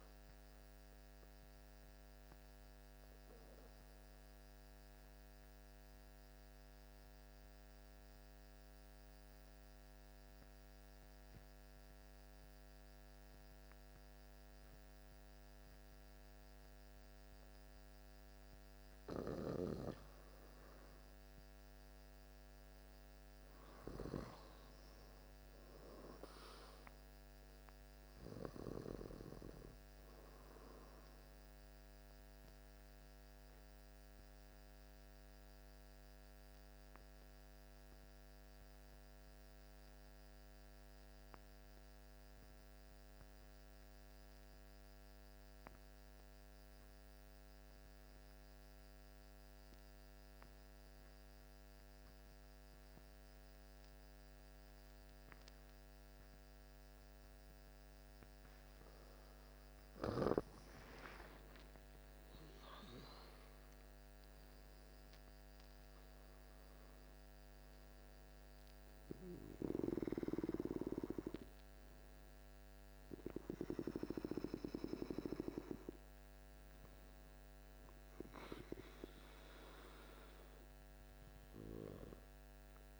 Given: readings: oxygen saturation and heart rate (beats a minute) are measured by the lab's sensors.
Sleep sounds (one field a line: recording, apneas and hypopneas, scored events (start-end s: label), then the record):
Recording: breathing in sleep by a microphone on the trachea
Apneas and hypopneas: 2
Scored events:
0.00-8.00 s: oxygen desaturation (device-marked, oxygen 88% lowest, heart rate 53 extreme)
2.00-18.50 s: obstructive apnea (oxygen 97% before, 87% lowest, heart rate 59 before, 54 extreme, up 4 after)
19.00-42.00 s: oxygen desaturation (device-marked, oxygen 98% before, 91% lowest, heart rate 55 before, 54 extreme)
21.00-25.00 s: arousal
33.50-58.00 s: obstructive apnea (oxygen 98% before, 86% lowest, heart rate 57 before, 53 extreme, up 6 after)
55.00-83.00 s: oxygen desaturation (device-marked, oxygen 97% before, 86% lowest, heart rate 55 before, 53 extreme)
60.50-65.00 s: arousal
From the record:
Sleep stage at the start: N2 (light sleep)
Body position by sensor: on the back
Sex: male